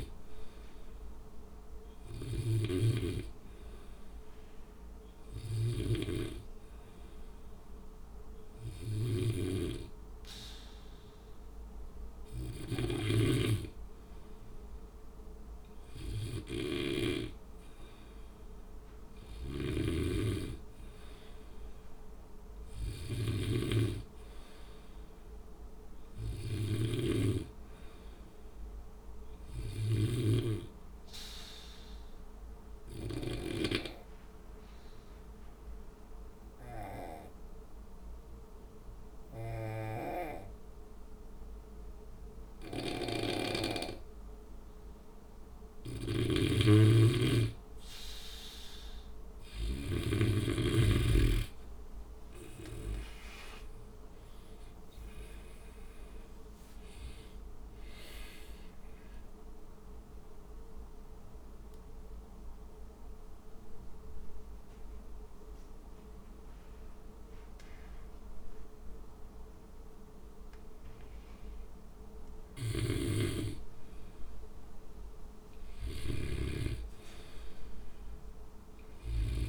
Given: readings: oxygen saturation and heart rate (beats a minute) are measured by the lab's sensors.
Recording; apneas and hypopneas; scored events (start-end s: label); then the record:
breathing in sleep by a room microphone; 3
0.00-12.00 s: oxygen desaturation (device-marked, oxygen 93% lowest, heart rate 58 extreme)
1.00-14.00 s: hypopnea (oxygen 97% before, 93% lowest, heart rate 60 before, 58 extreme, up 2 after)
5.50-13.00 s: snoring (device-marked)
18.00-22.00 s: arousal
19.00-27.00 s: snoring (device-marked)
31.50-45.00 s: obstructive apnea (oxygen 96% before, 92% lowest, heart rate 60 before, 55 extreme, up 1 after)
46.00-50.00 s: snoring (device-marked)
52.50-56.50 s: arousal
60.00-72.50 s: obstructive apnea (oxygen 95% before, 92% lowest, heart rate 64 before, 54 extreme, up 6 after)
72.50-79.49 s: snoring (device-marked)
74.50-78.50 s: arousal
From the record:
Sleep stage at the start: N2 (light sleep); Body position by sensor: on the back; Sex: male